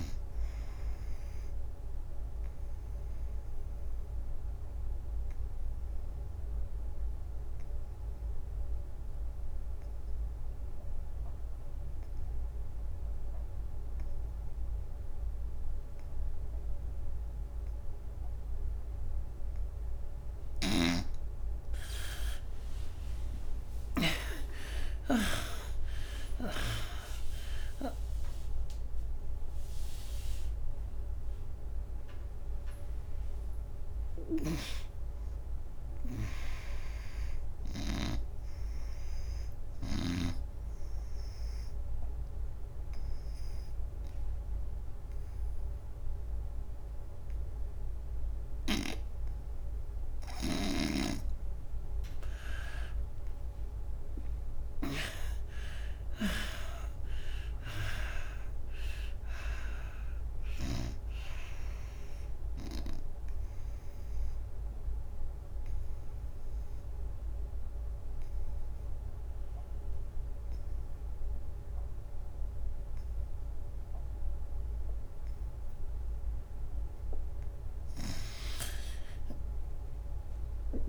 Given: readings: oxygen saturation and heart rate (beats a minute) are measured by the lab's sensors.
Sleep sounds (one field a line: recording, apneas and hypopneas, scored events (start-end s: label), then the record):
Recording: breathing in sleep by a room microphone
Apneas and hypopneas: 3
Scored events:
0.00-14.50 s: oxygen desaturation (device-marked, oxygen 80% lowest, heart rate 73 extreme)
1.00-19.50 s: obstructive apnea (oxygen 99% before, 76% lowest, heart rate 87 before, 73 extreme, up 19 after)
20.50-24.00 s: snoring (device-marked)
21.50-25.00 s: arousal
29.50-43.50 s: oxygen desaturation (device-marked, oxygen 96% before, 76% lowest, heart rate 81 before, 69 extreme)
34.00-40.00 s: snoring (device-marked)
40.00-51.00 s: obstructive apnea (oxygen 99% before, 80% lowest, heart rate 96 before, 69 extreme, up 28 after)
53.00-56.00 s: arousal
58.50-70.50 s: oxygen desaturation (device-marked, oxygen 96% before, 81% lowest, heart rate 86 before, 70 extreme)
60.50-76.50 s: obstructive apnea (oxygen 98% before, 75% lowest, heart rate 86 before, 70 extreme, up 27 after)
78.00-80.89 s: arousal
From the record:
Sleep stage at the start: N2 (light sleep)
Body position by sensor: on the right side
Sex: female